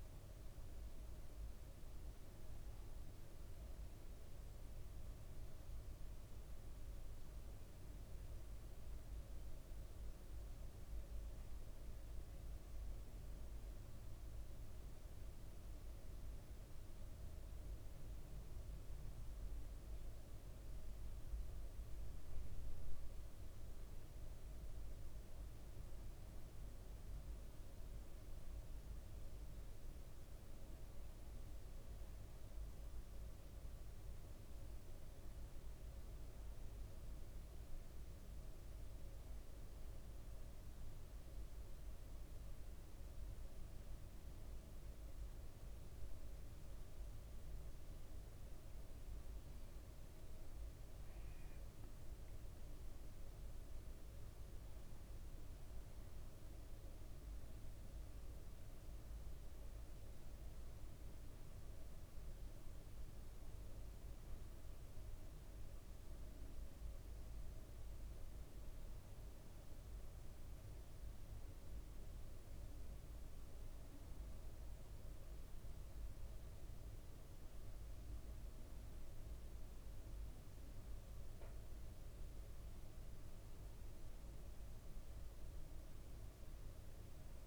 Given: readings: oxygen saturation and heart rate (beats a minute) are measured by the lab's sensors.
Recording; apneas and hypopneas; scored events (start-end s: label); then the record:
a person awake in a sleep study, hard to hear, by a room microphone; none
none scored
From the record:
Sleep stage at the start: awake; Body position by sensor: on the right side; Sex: male